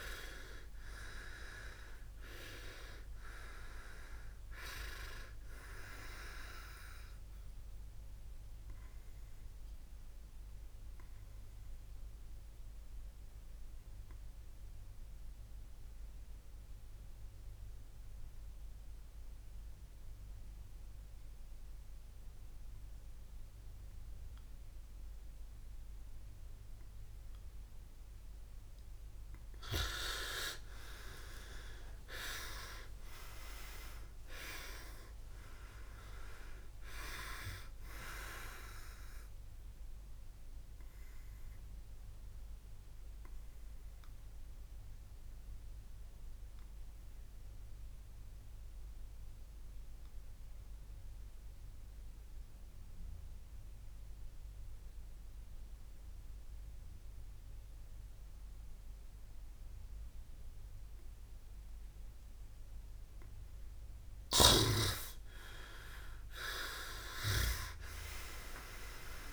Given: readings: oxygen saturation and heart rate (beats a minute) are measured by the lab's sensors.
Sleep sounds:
breathing in sleep by a room microphone; 2
0.00-2.00 s: arousal
3.00-38.00 s: oxygen desaturation (device-marked, oxygen 98% before, 89% lowest, heart rate 68 before, 39 extreme)
7.00-29.00 s: obstructive apnea (oxygen 98% before, 89% lowest, heart rate 73 before, 39 extreme)
31.00-35.50 s: arousal
40.50-64.50 s: obstructive apnea (oxygen 99% before, 85% lowest, heart rate 97 before, 39 extreme, up 27 after)
45.00-64.00 s: oxygen desaturation (device-marked, oxygen 99% before, 89% lowest, heart rate 95 before, 39 extreme)
64.00-67.50 s: snoring (device-marked)
66.00-69.33 s: arousal
From the record:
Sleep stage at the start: N2 (light sleep); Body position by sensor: on the back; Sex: male

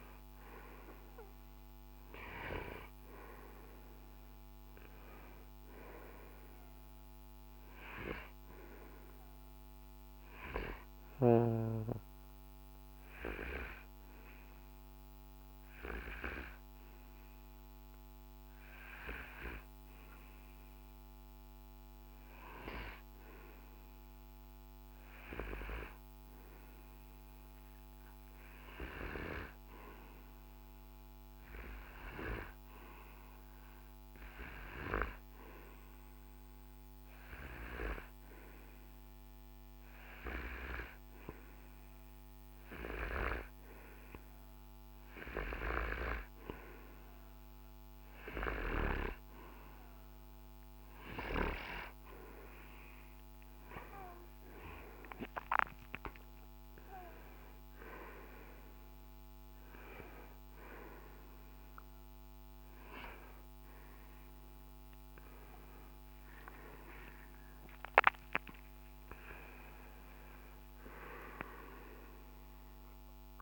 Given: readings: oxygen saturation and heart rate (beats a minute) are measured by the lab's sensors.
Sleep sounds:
breathing in sleep by a microphone on the trachea; none
0.00-1.50 s: arousal
0.50-17.50 s: oxygen desaturation (device-marked, oxygen 97% before, 92% lowest, heart rate 58 before, 56 extreme)
66.00-70.50 s: arousal
From the record:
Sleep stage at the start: N2 (light sleep); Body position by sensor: on the right side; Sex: male

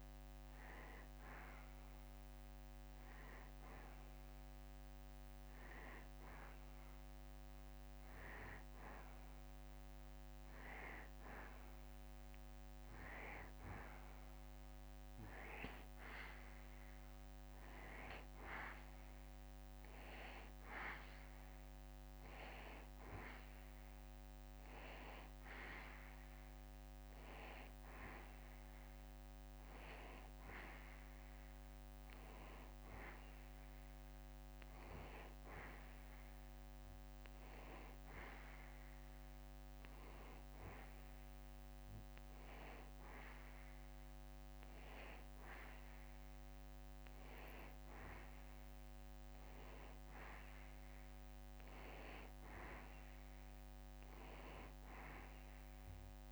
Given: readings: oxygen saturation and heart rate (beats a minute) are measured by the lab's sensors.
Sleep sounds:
breathing in sleep by a microphone on the trachea; none
none scored
From the record:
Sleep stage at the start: N2 (light sleep); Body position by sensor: on the back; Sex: male

